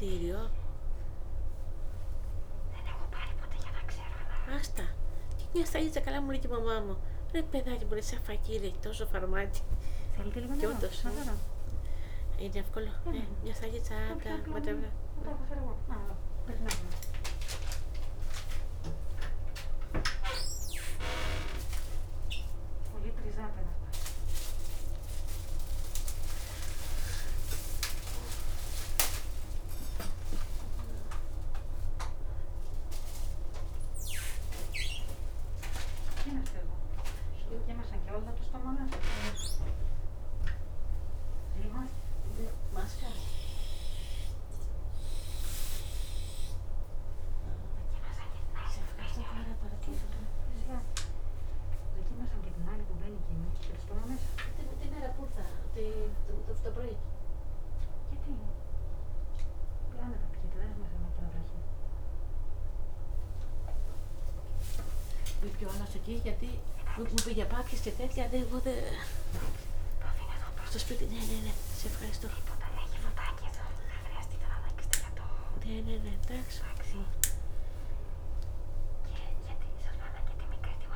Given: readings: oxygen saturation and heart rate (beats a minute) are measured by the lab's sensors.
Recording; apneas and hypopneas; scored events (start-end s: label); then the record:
a person awake in a sleep study, by a room microphone; none
31.00-42.00 s: oxygen desaturation (device-marked, oxygen 96% before, 93% lowest, heart rate 81 before, 73 extreme)
From the record:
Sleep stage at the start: awake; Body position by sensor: on the back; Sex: female